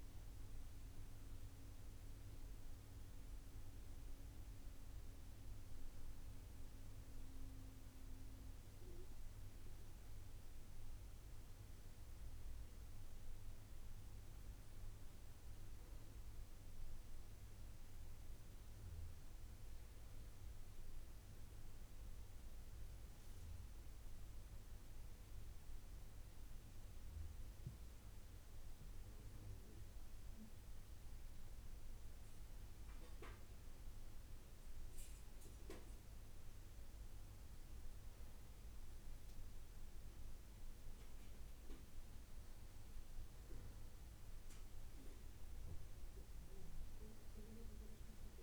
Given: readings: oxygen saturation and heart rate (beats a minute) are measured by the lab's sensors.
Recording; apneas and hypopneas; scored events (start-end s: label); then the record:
breathing in sleep, hard to hear, by a room microphone; none
none scored
From the record:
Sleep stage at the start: N1 (lightest sleep); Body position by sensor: on the back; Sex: male